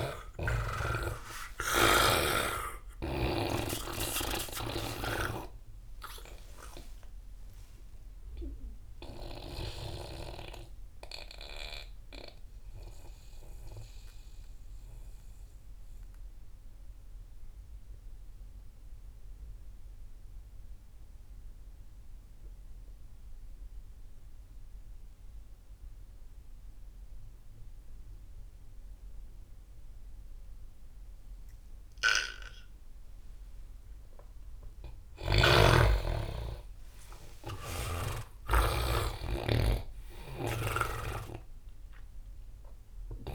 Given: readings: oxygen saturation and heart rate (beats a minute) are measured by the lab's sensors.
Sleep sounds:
breathing in sleep by a room microphone; 1
0.00-2.50 s: arousal
2.00-5.50 s: snoring (device-marked)
8.50-19.50 s: oxygen desaturation (device-marked, oxygen 95% before, 86% lowest)
13.00-35.00 s: obstructive apnea (oxygen 98% before, 84% lowest)
35.50-43.35 s: oxygen desaturation (device-marked, oxygen 99% before, 85% lowest)
36.00-40.50 s: arousal
40.50-43.35 s: snoring (device-marked)
From the record:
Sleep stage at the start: N2 (light sleep); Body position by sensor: on the back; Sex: male

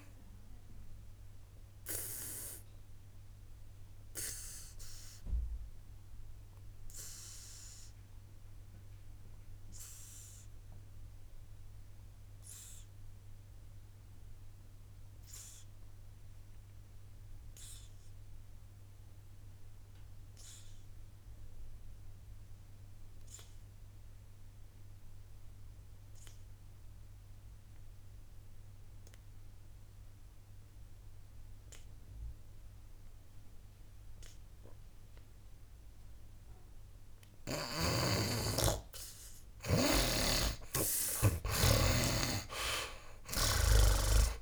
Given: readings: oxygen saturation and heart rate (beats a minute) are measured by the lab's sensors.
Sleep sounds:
breathing in sleep by a room microphone; 1
0.00-22.50 s: oxygen desaturation (device-marked, oxygen 68% lowest, heart rate 58 extreme)
1.50-38.50 s: obstructive apnea (oxygen 97% before, 67% lowest, heart rate 65 before, 58 extreme, up 16 after)
24.50-44.41 s: oxygen desaturation (device-marked, oxygen 97% before, 67% lowest, heart rate 64 before, 56 extreme)
36.50-38.50 s: long interval between heartbeats (device-marked, heart rate 60 before, 68 extreme)
43.00-44.41 s: arousal
From the record:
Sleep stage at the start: N2 (light sleep); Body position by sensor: on the back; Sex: male

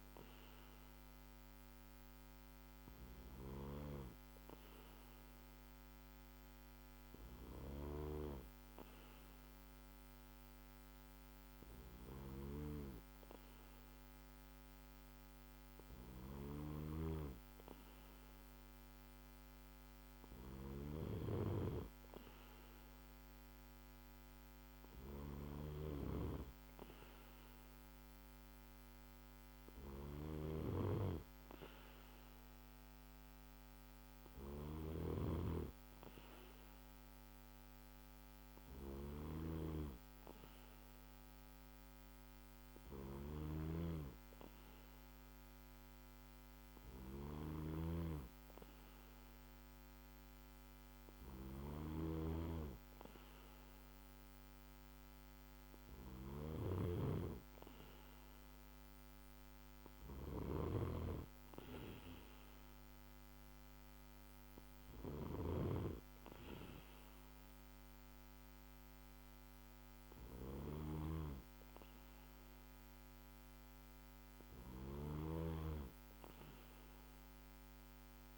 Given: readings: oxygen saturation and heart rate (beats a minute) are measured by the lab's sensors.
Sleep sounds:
breathing in sleep by a microphone on the trachea; none
none scored
From the record:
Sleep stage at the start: N2 (light sleep); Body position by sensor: on the back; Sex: male

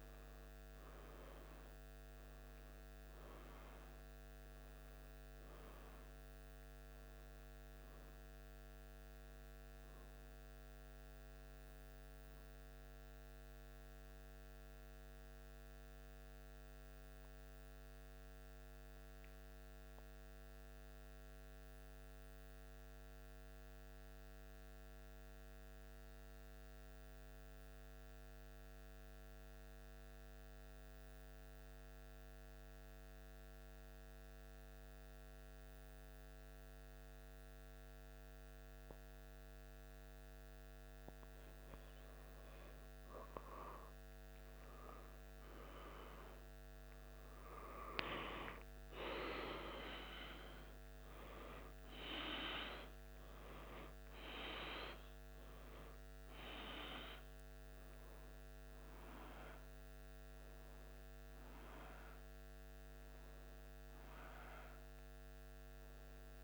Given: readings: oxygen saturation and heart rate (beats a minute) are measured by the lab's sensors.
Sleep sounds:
breathing in sleep by a microphone on the trachea; 1
14.00-39.00 s: central apnea (oxygen 97% before, 95% lowest, heart rate 76 before, 73 extreme, up 0 after)
43.00-47.50 s: arousal
From the record:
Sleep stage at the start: N2 (light sleep); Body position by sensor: on the back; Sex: male

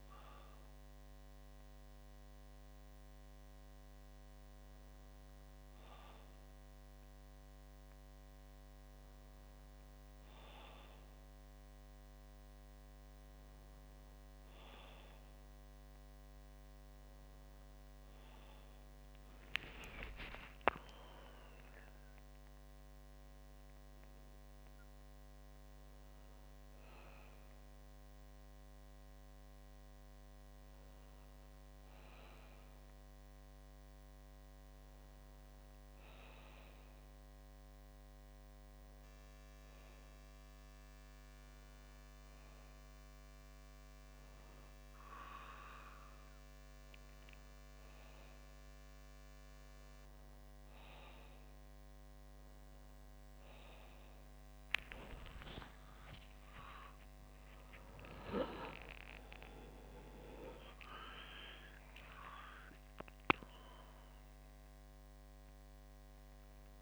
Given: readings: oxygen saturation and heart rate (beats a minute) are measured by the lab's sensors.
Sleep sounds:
breathing in sleep by a microphone on the trachea; none
20.00-25.00 s: arousal
50.00-66.82 s: oxygen desaturation (device-marked, oxygen 97% before, 94% lowest, heart rate 67 before, 64 extreme)
55.00-60.00 s: arousal
From the record:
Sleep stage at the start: N2 (light sleep); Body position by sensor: on the back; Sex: male

